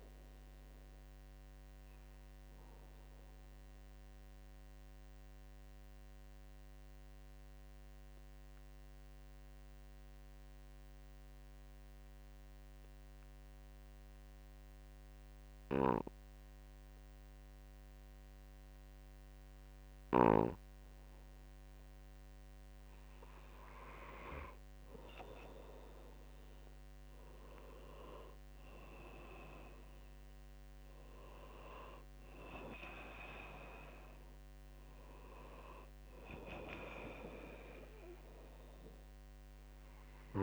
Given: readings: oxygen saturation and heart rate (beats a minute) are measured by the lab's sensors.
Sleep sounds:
breathing in sleep by a microphone on the trachea; 1
3.50-23.50 s: mixed apnea (oxygen 97% before, 93% lowest, heart rate 66 before, 64 extreme, up 2 after)
25.50-29.50 s: arousal
26.00-40.42 s: oxygen desaturation (device-marked, oxygen 98% before, 93% lowest, heart rate 65 before, 64 extreme)
From the record:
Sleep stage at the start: N2 (light sleep); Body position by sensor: on the right side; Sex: male

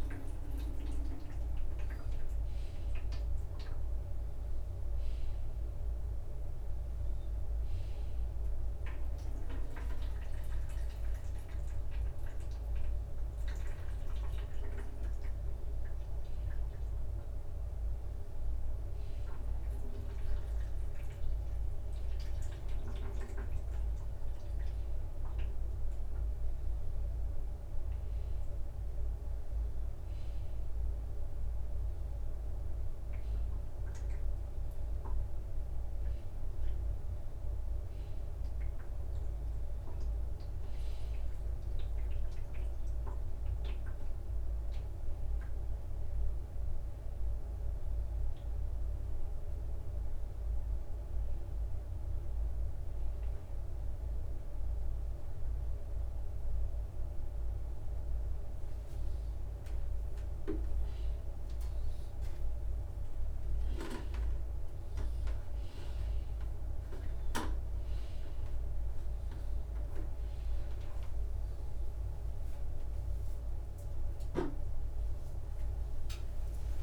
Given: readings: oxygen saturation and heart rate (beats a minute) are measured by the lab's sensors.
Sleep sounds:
a person awake in a sleep study, hard to hear, by a room microphone; none
57.50-63.50 s: tachycardia (device-marked, heart rate 69 before, 110 extreme)
62.00-64.00 s: long interval between heartbeats (device-marked, heart rate 85 before, 110 extreme)
71.50-76.50 s: tachycardia (device-marked, heart rate 69 before, 109 extreme)
73.50-75.50 s: long interval between heartbeats (device-marked, heart rate 91 before, 99 extreme)
From the record:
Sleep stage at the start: awake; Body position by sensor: upright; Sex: male

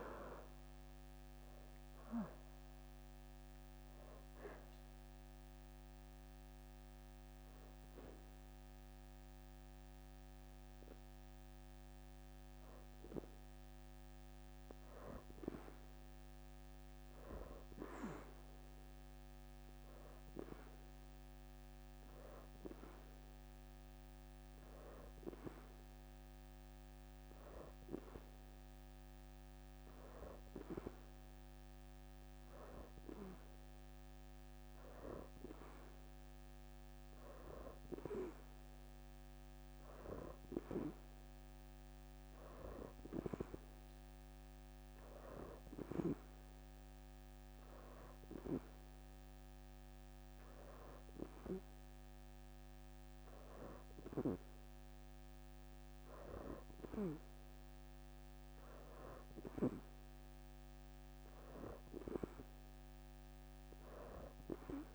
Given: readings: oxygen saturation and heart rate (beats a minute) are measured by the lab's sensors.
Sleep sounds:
breathing in sleep by a microphone on the trachea; 1
0.00-1.00 s: arousal
17.50-28.00 s: hypopnea (oxygen 90% before, 87% lowest, heart rate 84 before, 79 extreme, up 0 after)
26.50-33.50 s: oxygen desaturation (device-marked, oxygen 96% before, 90% lowest, heart rate 82 before, 80 extreme)
33.00-37.00 s: arousal
39.50-55.50 s: oxygen desaturation (device-marked, oxygen 92% before, 88% lowest, heart rate 81 before, 81 extreme)
From the record:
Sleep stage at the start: N2 (light sleep); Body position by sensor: on the back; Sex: female

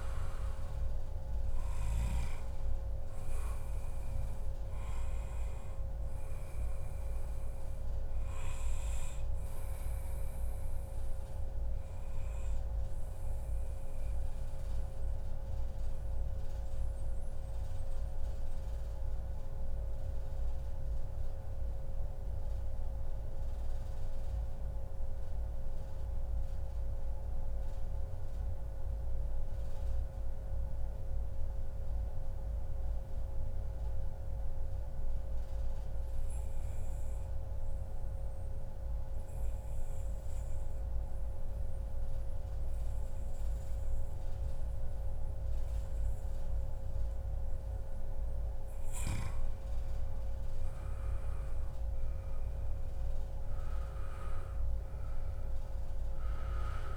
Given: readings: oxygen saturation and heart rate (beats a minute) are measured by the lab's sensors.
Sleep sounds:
breathing in sleep, hard to hear, by a room microphone; 1
0.00-1.00 s: arousal
0.00-12.50 s: oxygen desaturation (device-marked, oxygen 93% lowest, heart rate 78 extreme)
9.00-11.00 s: long interval between heartbeats (device-marked, heart rate 143 before, 132 extreme)
13.00-47.50 s: mixed apnea (oxygen 98% before, 91% lowest, heart rate 139 before, 82 extreme, up 5 after)
17.00-19.00 s: long interval between heartbeats (device-marked, heart rate 128 before, 82 extreme)
38.00-40.00 s: long interval between heartbeats (device-marked, heart rate 109 before, 116 extreme)
41.50-43.50 s: long interval between heartbeats (device-marked, heart rate 112 before, 100 extreme)
44.50-46.50 s: long interval between heartbeats (device-marked, heart rate 111 before, 99 extreme)
48.00-50.00 s: long interval between heartbeats (device-marked, heart rate 109 before, 87 extreme)
49.50-56.97 s: oxygen desaturation (device-marked, oxygen 96% before, 91% lowest, heart rate 107 before, 80 extreme)
50.00-55.00 s: arousal
From the record:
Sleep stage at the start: N2 (light sleep); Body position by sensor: on the back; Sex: male

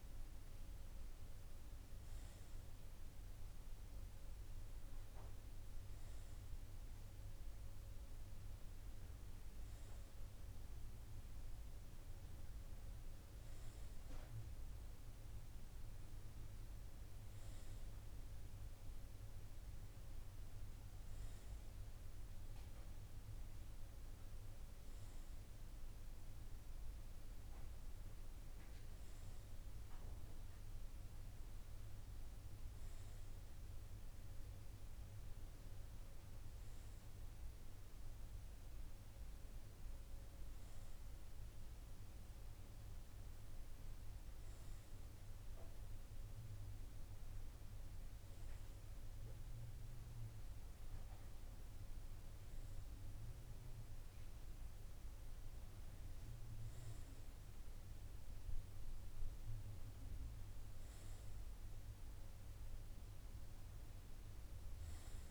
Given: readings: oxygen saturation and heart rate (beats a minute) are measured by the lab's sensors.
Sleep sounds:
breathing in sleep, hard to hear, by a room microphone; none
0.00-33.50 s: oxygen desaturation (device-marked, oxygen 94% lowest, heart rate 56 extreme)
From the record:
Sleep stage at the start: N1 (lightest sleep); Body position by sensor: on the right side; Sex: male

